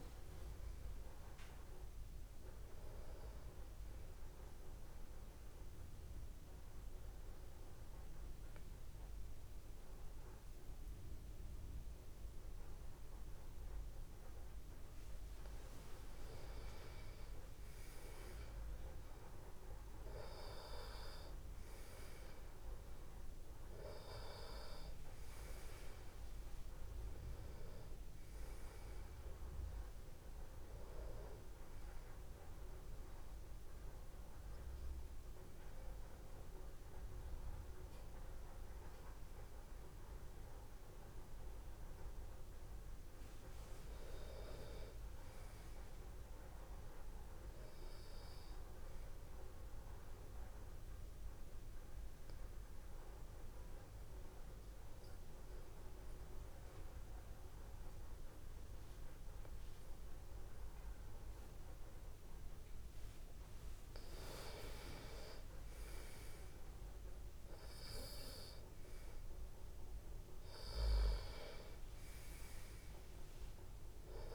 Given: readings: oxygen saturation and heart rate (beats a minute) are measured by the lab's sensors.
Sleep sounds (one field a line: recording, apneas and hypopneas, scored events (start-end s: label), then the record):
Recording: breathing in sleep by a room microphone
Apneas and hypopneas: 3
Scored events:
0.00-2.50 s: arousal
0.00-3.50 s: oxygen desaturation (device-marked, oxygen 92% lowest)
4.00-15.50 s: obstructive apnea (oxygen 96% before, 92% lowest)
18.50-22.50 s: arousal
26.50-42.50 s: oxygen desaturation (device-marked, oxygen 95% before, 92% lowest)
32.00-42.00 s: obstructive apnea (oxygen 97% before, 91% lowest)
43.50-47.00 s: arousal
50.00-63.00 s: obstructive apnea (oxygen 97% before, 90% lowest)
65.00-68.50 s: arousal
From the record:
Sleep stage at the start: N2 (light sleep)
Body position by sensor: on the back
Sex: male